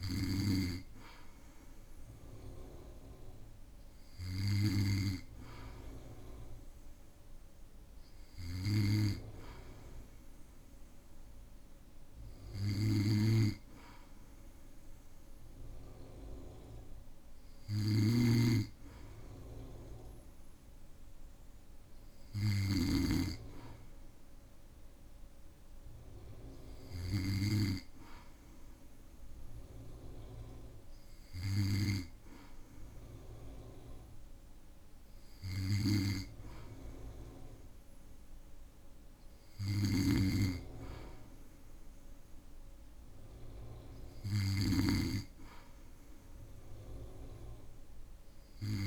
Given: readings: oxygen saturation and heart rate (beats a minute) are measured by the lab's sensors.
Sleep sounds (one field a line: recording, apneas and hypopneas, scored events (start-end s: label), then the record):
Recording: breathing in sleep by a room microphone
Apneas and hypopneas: none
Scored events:
17.50-23.00 s: snoring (device-marked)
31.50-45.00 s: snoring (device-marked)
From the record:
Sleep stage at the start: N2 (light sleep)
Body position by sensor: on the back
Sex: male